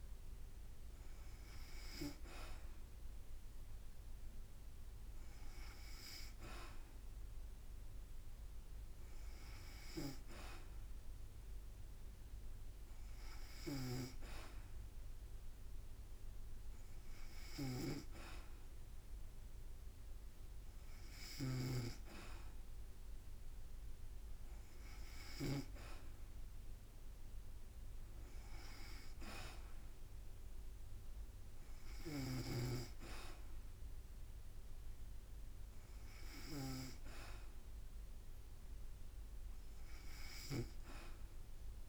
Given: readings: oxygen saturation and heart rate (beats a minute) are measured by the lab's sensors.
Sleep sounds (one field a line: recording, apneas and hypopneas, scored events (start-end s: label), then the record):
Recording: breathing in sleep by a room microphone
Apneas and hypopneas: none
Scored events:
13.00-25.50 s: snoring (device-marked)
31.50-40.50 s: snoring (device-marked)
From the record:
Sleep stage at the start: N2 (light sleep)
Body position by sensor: on the back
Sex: female